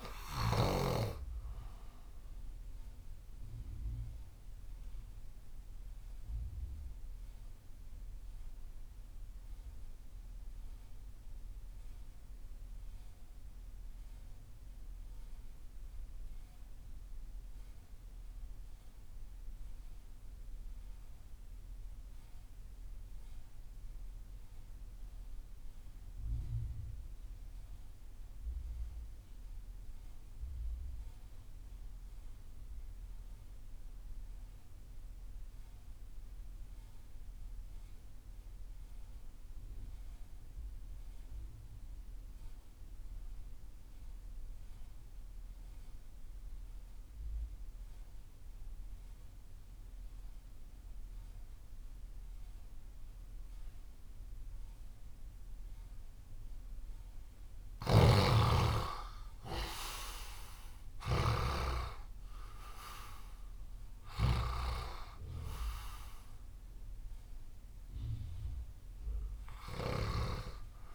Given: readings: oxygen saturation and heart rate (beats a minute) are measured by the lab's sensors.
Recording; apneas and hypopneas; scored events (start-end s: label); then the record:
breathing in sleep by a room microphone; 1
0.00-15.50 s: oxygen desaturation (device-marked, oxygen 85% lowest)
4.50-55.50 s: mixed apnea (oxygen 98% before, 73% lowest)
31.50-70.95 s: oxygen desaturation (device-marked, oxygen 98% before, 73% lowest)
57.50-64.00 s: snoring (device-marked)
59.00-62.50 s: arousal
From the record:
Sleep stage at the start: REM sleep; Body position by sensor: on the left side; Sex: male